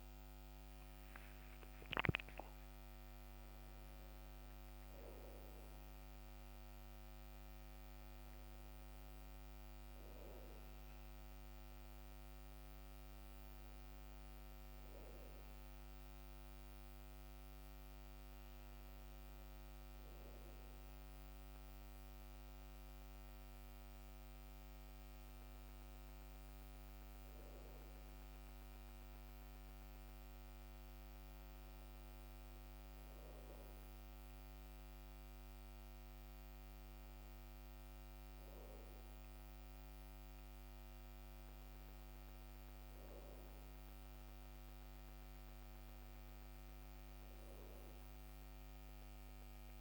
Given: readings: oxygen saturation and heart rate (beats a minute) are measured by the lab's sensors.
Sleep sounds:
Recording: breathing in sleep, hard to hear, by a microphone on the trachea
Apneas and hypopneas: none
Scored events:
none scored
From the record:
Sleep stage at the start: N2 (light sleep)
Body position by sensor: on the back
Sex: male

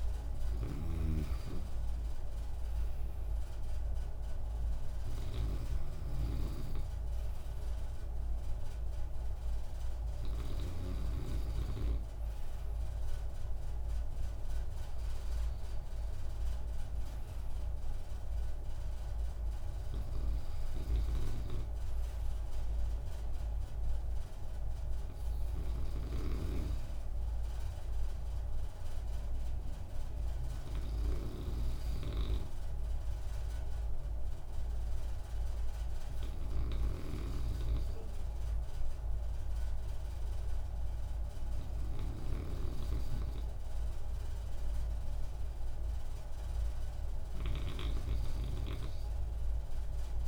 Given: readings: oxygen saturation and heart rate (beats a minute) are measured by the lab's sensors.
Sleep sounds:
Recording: breathing in sleep by a room microphone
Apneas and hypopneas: none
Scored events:
0.00-11.50 s: snoring (device-marked)
20.00-48.00 s: snoring (device-marked)
From the record:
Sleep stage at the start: N2 (light sleep)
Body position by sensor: on the right side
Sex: male

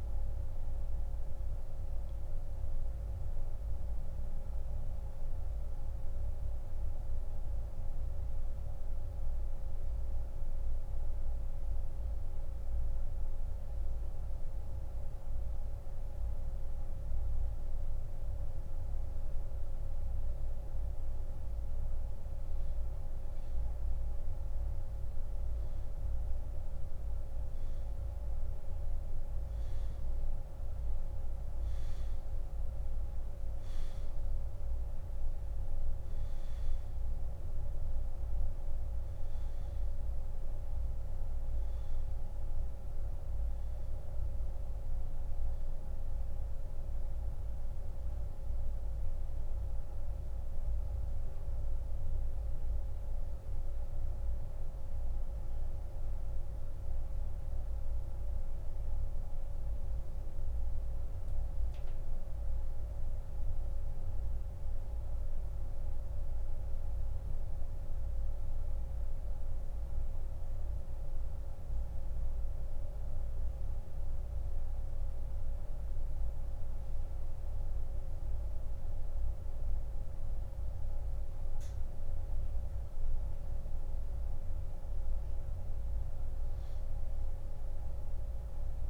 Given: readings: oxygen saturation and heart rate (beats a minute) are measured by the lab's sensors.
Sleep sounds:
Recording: breathing in sleep, hard to hear, by a room microphone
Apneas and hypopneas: 2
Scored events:
0.00-3.00 s: oxygen desaturation (device-marked, oxygen 89% lowest)
1.50-5.00 s: arousal
6.50-19.50 s: central apnea (oxygen 96% before, 89% lowest, heart rate 30 before, 29 extreme, up 9 after)
21.50-25.50 s: arousal
28.00-68.00 s: oxygen desaturation (device-marked, oxygen 98% before, 89% lowest)
54.50-58.50 s: arousal
60.50-84.50 s: central apnea (oxygen 95% before, 89% lowest)
From the record:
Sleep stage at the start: N2 (light sleep)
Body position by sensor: on the back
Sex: male

